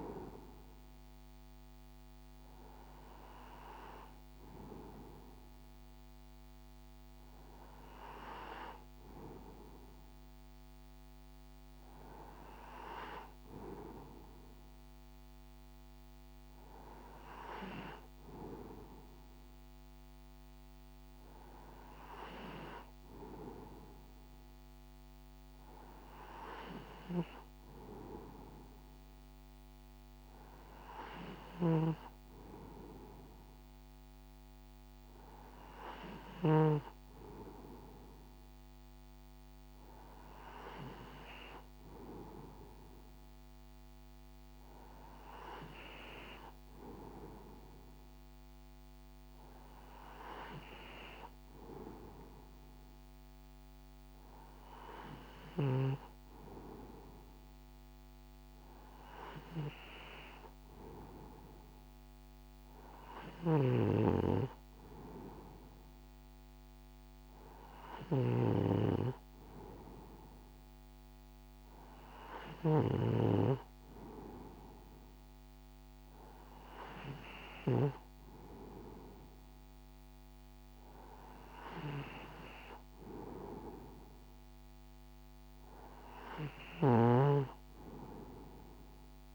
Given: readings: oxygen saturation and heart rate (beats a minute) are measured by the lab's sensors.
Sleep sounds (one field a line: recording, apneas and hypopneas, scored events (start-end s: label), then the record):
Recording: breathing in sleep by a microphone on the trachea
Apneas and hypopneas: none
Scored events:
31.00-36.50 s: snoring (device-marked)
63.00-77.50 s: snoring (device-marked)
86.00-89.35 s: snoring (device-marked)
From the record:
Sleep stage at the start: N2 (light sleep)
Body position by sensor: on the right side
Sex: male